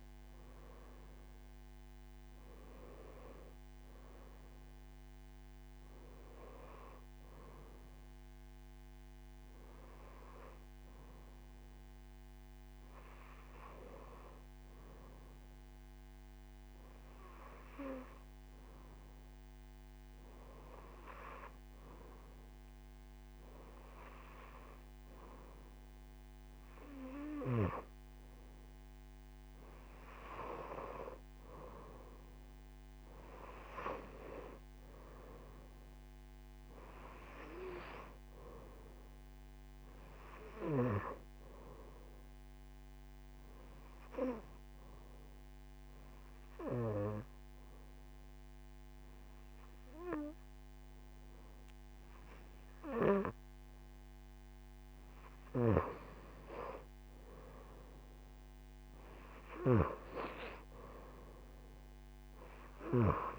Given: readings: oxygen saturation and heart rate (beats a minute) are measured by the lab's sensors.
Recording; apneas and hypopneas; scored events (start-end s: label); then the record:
breathing in sleep by a microphone on the trachea; 1
0.00-5.50 s: oxygen desaturation (device-marked, oxygen 92% lowest)
6.50-63.39 s: new sleep stage, N2 (light sleep)
24.50-37.50 s: tachycardia (device-marked)
29.00-34.00 s: arousal
43.00-55.00 s: hypopnea (oxygen 94% before, 88% lowest)
58.00-61.50 s: arousal
61.50-63.39 s: oxygen desaturation (device-marked, oxygen 93% before, 88% lowest)
From the record:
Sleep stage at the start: N1 (lightest sleep); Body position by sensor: on the right side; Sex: female